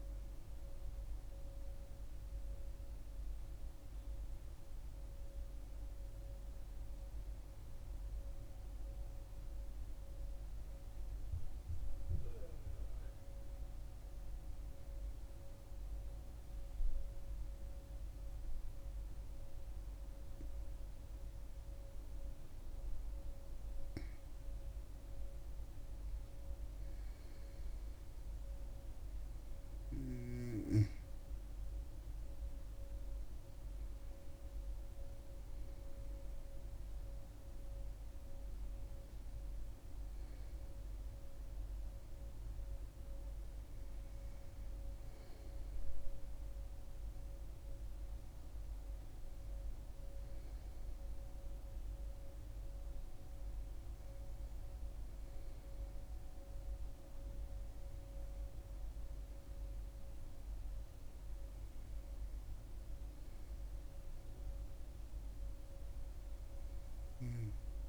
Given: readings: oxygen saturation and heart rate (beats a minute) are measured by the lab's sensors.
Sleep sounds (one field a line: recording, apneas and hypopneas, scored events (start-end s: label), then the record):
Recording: breathing in sleep, hard to hear, by a room microphone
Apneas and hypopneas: 1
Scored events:
10.00-24.50 s: hypopnea (oxygen 99% before, 96% lowest, heart rate 69 before, 63 extreme, up 8 after)
25.50-28.50 s: arousal
From the record:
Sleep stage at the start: N2 (light sleep)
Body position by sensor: on the back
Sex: female